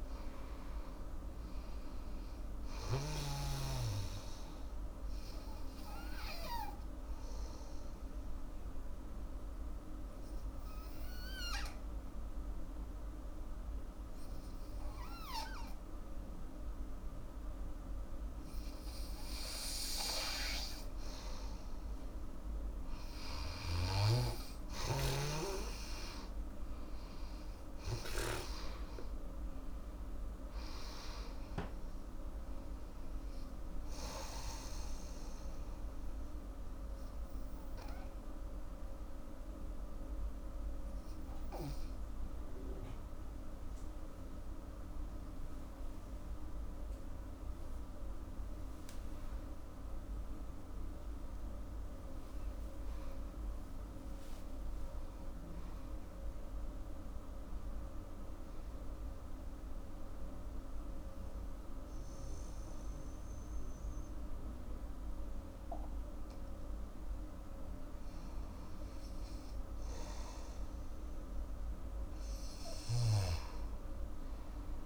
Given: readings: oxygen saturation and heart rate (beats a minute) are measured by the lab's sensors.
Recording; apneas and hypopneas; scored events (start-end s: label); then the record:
breathing in sleep by a room microphone; 3
0.00-3.00 s: snoring (device-marked)
0.00-15.00 s: oxygen desaturation (device-marked, oxygen 89% lowest, heart rate 59 extreme)
3.50-20.00 s: obstructive apnea (oxygen 98% before, 89% lowest, heart rate 74 before, 59 extreme, up 15 after)
23.00-26.00 s: arousal
23.00-42.00 s: oxygen desaturation (device-marked, oxygen 98% before, 90% lowest, heart rate 73 before, 68 extreme)
34.00-44.50 s: obstructive apnea (oxygen 98% before, 93% lowest, heart rate 79 before, 68 extreme, up 16 after)
47.00-52.50 s: arousal
54.00-56.00 s: long interval between heartbeats (device-marked, heart rate 78 before, 90 extreme)
59.00-69.00 s: obstructive apnea (oxygen 98% before, 93% lowest, heart rate 81 before, 67 extreme, up 5 after)
71.50-74.85 s: arousal
72.00-74.85 s: oxygen desaturation (device-marked, oxygen 98% before, 93% lowest, heart rate 83 before, 67 extreme)
From the record:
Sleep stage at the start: N2 (light sleep); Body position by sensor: on the back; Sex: female